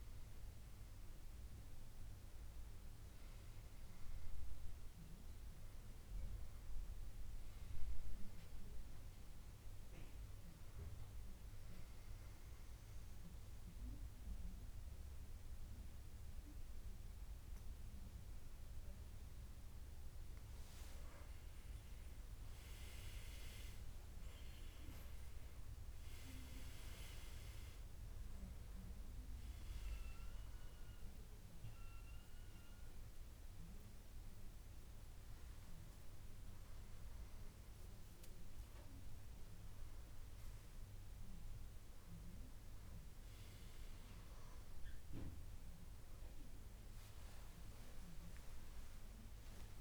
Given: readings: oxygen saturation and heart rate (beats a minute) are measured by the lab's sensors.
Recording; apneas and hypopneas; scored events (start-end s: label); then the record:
breathing in sleep by a room microphone; 2
0.00-2.00 s: oxygen desaturation (device-marked, oxygen 92% lowest, heart rate 67 extreme)
11.50-21.50 s: central apnea (oxygen 98% before, 95% lowest, heart rate 76 before, 67 extreme, up 12 after)
24.50-28.00 s: arousal
30.00-40.50 s: hypopnea (oxygen 98% before, 92% lowest, heart rate 72 before, 70 extreme, up 3 after)
38.50-40.50 s: long interval between heartbeats (device-marked, heart rate 74 before, 72 extreme)
42.00-46.00 s: arousal
From the record:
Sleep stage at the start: N2 (light sleep); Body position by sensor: on the back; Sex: male